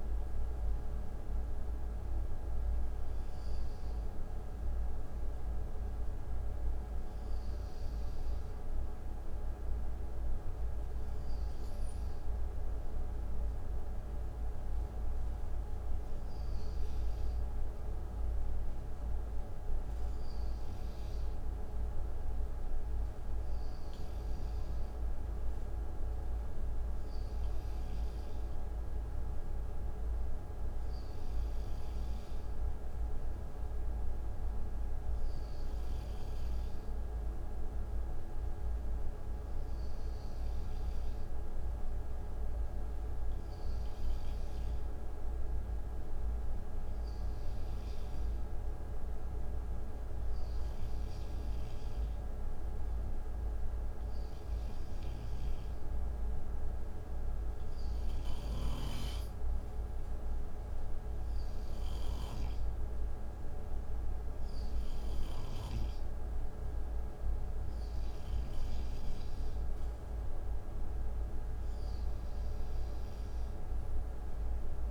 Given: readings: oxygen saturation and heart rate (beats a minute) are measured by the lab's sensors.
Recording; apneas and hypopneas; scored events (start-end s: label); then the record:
breathing in sleep, hard to hear, by a room microphone; none
13.50-74.91 s: new sleep stage, REM sleep
54.50-65.00 s: snoring (device-marked)
From the record:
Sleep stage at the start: N2 (light sleep); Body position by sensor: on the right side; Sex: male